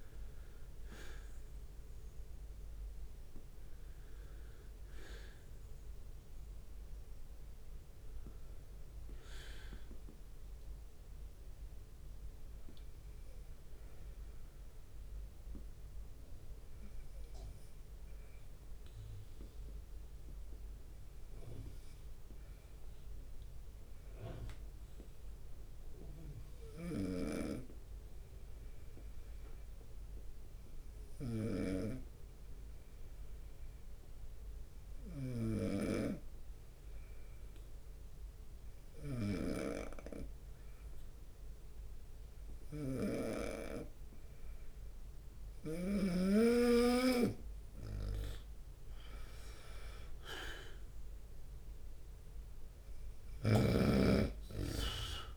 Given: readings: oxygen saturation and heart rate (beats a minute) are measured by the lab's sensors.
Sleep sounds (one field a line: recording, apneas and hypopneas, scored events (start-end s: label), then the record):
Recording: breathing in sleep by a room microphone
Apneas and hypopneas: 1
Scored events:
0.00-6.50 s: drop in pulse transit time (device-marked, heart rate 71 extreme)
0.00-17.50 s: oxygen desaturation (device-marked, oxygen 91% lowest, heart rate 69 extreme)
19.00-45.50 s: obstructive apnea (oxygen 96% before, 89% lowest, heart rate 72 before, 69 extreme, up 2 after)
27.00-46.50 s: snoring (device-marked)
42.50-55.37 s: oxygen desaturation (device-marked, oxygen 98% before, 92% lowest, heart rate 71 before, 69 extreme)
45.50-48.00 s: leg movement (device-marked)
48.50-51.00 s: arousal
From the record:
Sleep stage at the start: N2 (light sleep)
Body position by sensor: on the right side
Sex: male